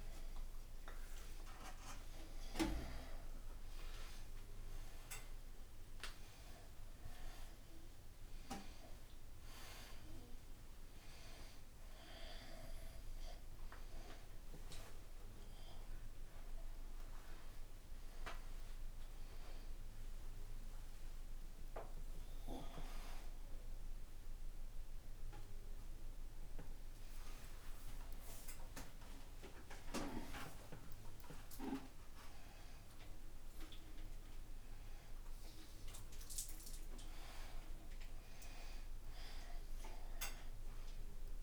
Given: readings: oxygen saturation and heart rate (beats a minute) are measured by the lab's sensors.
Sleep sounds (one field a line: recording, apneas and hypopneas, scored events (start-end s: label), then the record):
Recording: a person awake in a sleep study, by a room microphone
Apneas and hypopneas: none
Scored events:
13.00-16.00 s: oxygen desaturation (device-marked, oxygen 97% before, 92% lowest, heart rate 87 before, 86 extreme)
From the record:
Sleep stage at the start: awake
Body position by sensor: upright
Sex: male